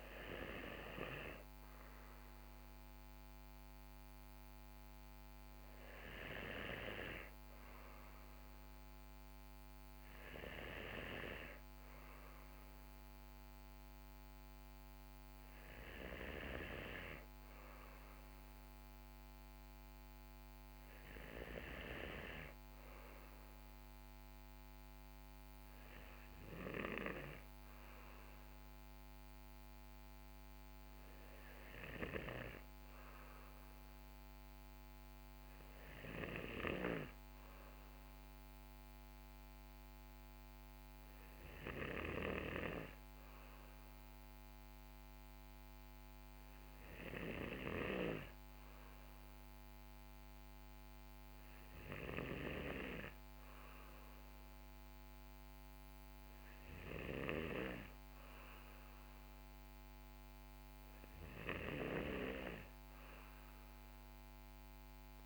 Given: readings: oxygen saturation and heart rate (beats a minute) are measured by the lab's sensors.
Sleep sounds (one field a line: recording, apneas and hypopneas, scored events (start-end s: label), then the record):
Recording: breathing in sleep by a microphone on the trachea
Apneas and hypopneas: none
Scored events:
none scored
From the record:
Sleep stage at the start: N2 (light sleep)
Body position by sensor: on the right side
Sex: male